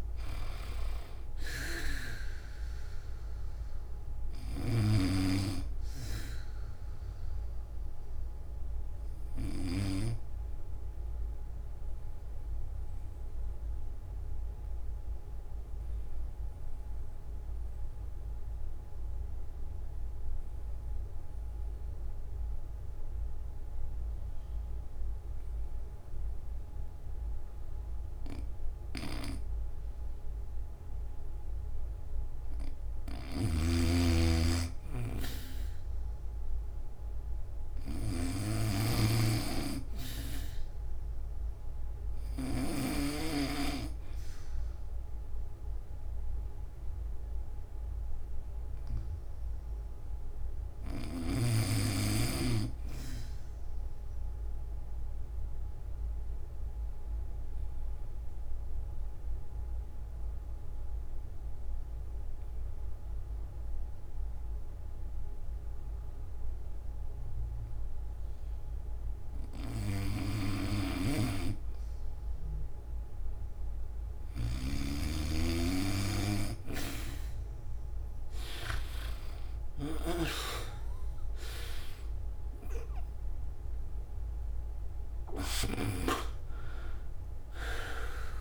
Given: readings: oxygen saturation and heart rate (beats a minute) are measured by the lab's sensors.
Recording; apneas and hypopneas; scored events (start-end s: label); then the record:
breathing in sleep by a room microphone; 2
0.00-4.50 s: snoring (device-marked)
1.00-11.00 s: oxygen desaturation (device-marked, oxygen 88% before, 83% lowest)
9.50-31.00 s: obstructive apnea (oxygen 90% before, 81% lowest)
17.00-29.00 s: oxygen desaturation (device-marked, oxygen 85% before, 82% lowest)
28.50-42.50 s: snoring (device-marked)
34.00-63.00 s: oxygen desaturation (device-marked, oxygen 99% before, 85% lowest)
39.50-72.50 s: obstructive apnea (oxygen 99% before, 79% lowest)
70.50-85.50 s: snoring (device-marked)
71.00-88.41 s: oxygen desaturation (device-marked, oxygen 91% before, 79% lowest)
From the record:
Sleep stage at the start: N1 (lightest sleep); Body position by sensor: on the back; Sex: male